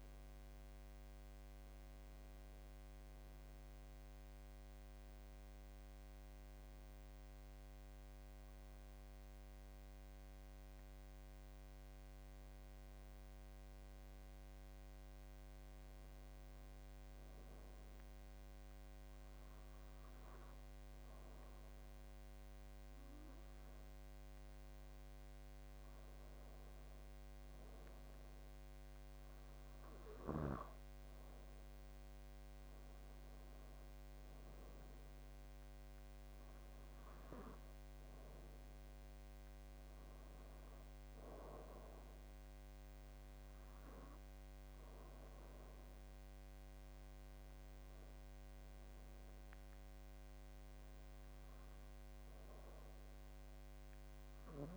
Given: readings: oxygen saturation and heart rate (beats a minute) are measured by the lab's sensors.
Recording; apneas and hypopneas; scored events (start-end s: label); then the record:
breathing in sleep, hard to hear, by a microphone on the trachea; none
0.00-1.00 s: arousal
From the record:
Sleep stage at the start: N2 (light sleep); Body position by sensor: on the back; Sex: male